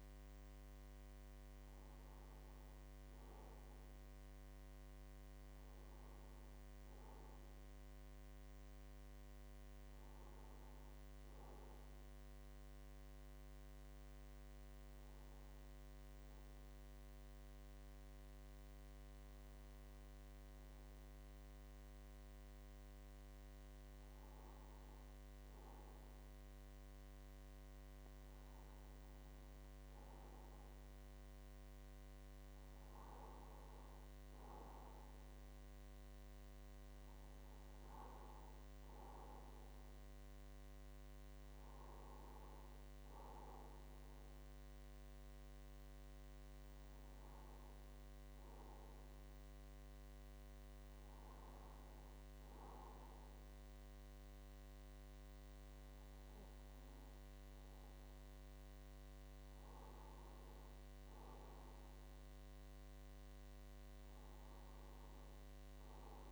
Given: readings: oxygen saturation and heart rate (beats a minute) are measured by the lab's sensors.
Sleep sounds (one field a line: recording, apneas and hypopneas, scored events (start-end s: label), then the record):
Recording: breathing in sleep, hard to hear, by a microphone on the trachea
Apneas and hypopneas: none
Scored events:
none scored
From the record:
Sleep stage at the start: N2 (light sleep)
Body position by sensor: on the right side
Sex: male